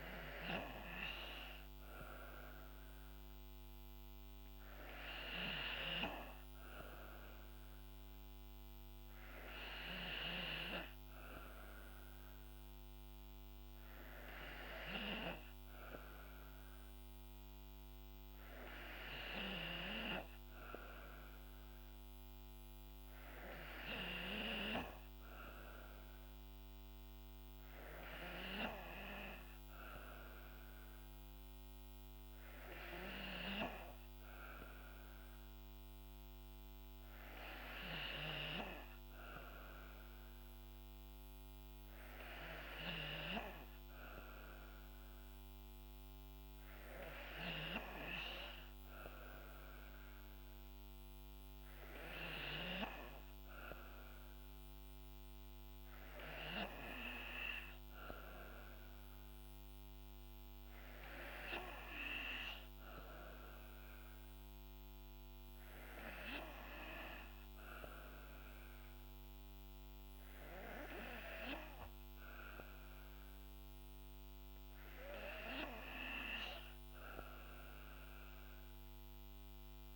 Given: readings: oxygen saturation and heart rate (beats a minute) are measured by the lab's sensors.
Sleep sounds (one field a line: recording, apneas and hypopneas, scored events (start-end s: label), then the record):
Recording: breathing in sleep by a microphone on the trachea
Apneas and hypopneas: none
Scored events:
73.00-79.96 s: new sleep stage, awake
From the record:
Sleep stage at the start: N2 (light sleep)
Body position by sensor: on the right side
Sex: female